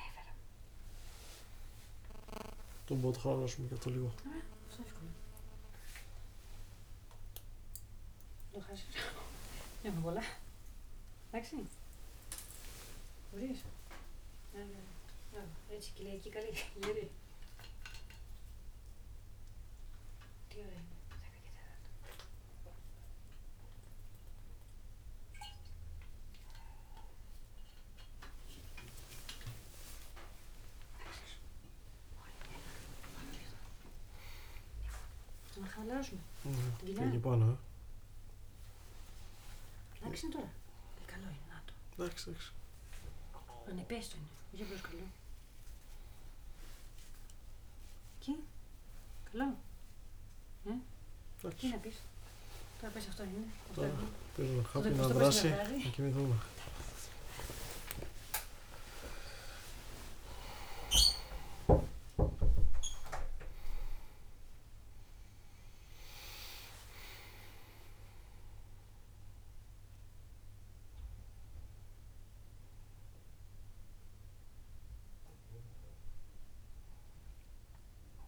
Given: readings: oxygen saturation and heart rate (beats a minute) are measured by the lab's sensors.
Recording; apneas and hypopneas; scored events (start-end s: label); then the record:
a person awake in a sleep study, by a room microphone; none
3.00-22.00 s: oxygen desaturation (device-marked, oxygen 97% before, 94% lowest, heart rate 74 before, 71 extreme)
58.00-73.00 s: oxygen desaturation (device-marked, oxygen 98% before, 95% lowest, heart rate 83 before, 75 extreme)
From the record:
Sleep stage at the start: awake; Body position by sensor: on the back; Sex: male